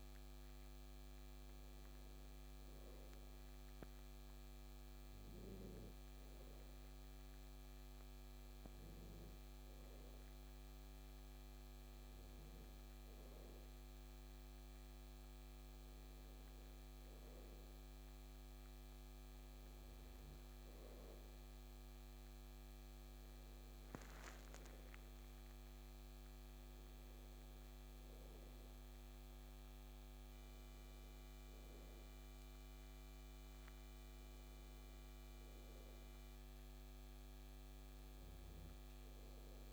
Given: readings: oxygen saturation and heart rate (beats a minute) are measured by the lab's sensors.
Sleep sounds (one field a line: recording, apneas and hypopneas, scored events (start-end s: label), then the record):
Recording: a person awake in a sleep study, hard to hear, by a microphone on the trachea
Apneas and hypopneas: none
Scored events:
none scored
From the record:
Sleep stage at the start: awake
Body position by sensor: on the back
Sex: male